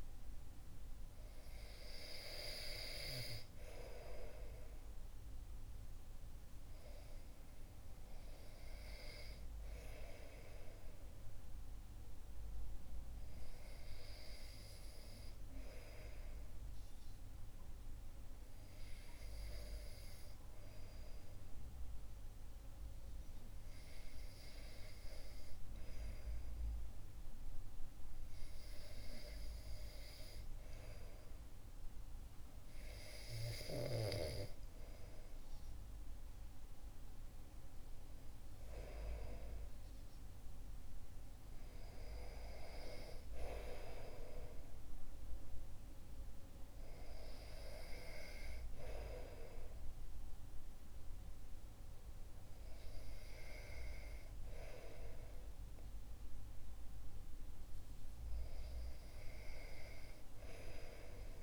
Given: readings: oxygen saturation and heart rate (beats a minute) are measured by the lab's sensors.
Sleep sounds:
breathing in sleep by a room microphone; none
none scored
From the record:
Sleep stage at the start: REM sleep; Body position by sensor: on the back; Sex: male

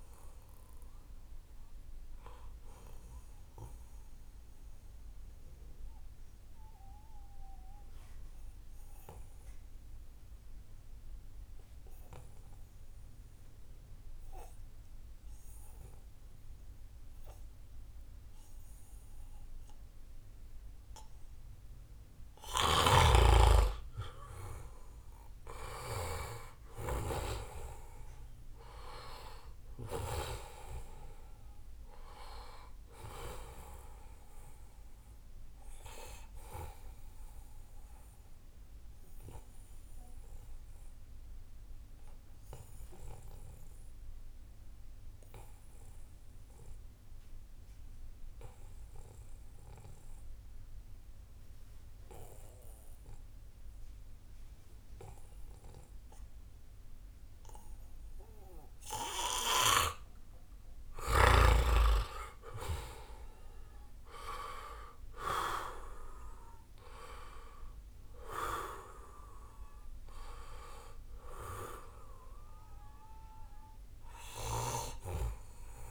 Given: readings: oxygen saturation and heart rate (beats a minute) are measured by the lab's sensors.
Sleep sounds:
breathing in sleep by a room microphone; 2
0.00-16.00 s: oxygen desaturation (device-marked, oxygen 88% lowest, heart rate 74 extreme)
3.50-23.00 s: mixed apnea (oxygen 95% before, 88% lowest, heart rate 78 before, 74 extreme, up 2 after)
11.50-13.50 s: long interval between heartbeats (device-marked, heart rate 80 before, 86 extreme)
24.50-28.00 s: arousal
31.00-48.00 s: oxygen desaturation (device-marked, oxygen 96% before, 91% lowest, heart rate 79 before, 73 extreme)
37.50-60.00 s: obstructive apnea (oxygen 97% before, 88% lowest, heart rate 77 before, 73 extreme, up 1 after)
59.00-75.90 s: oxygen desaturation (device-marked, oxygen 96% before, 88% lowest, heart rate 76 before, 72 extreme)
61.50-65.00 s: arousal
From the record:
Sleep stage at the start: N2 (light sleep); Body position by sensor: on the right side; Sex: male

